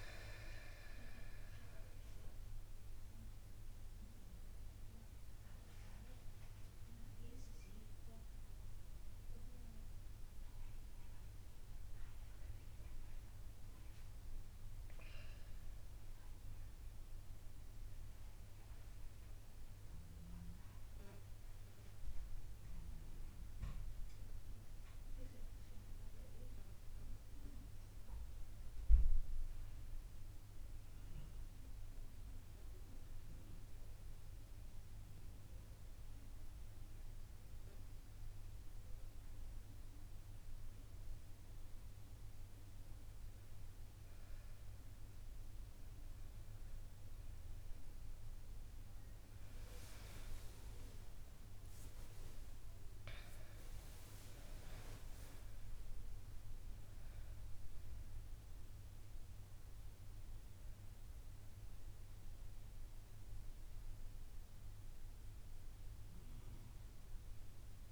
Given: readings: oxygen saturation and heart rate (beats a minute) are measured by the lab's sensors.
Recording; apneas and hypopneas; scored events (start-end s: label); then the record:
breathing in sleep by a room microphone; 2
1.00-17.50 s: mixed apnea (oxygen 98% before, 95% lowest, heart rate 71 before, 68 extreme, up 6 after)
3.00-33.00 s: new sleep stage, N2 (light sleep)
20.00-24.00 s: arousal
29.00-43.50 s: hypopnea (oxygen 100% before, 95% lowest, heart rate 71 before, 71 extreme, up 3 after)
33.00-67.92 s: new sleep stage, N1 (lightest sleep)
50.00-54.00 s: arousal
From the record:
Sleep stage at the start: N1 (lightest sleep); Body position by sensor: on the back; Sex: female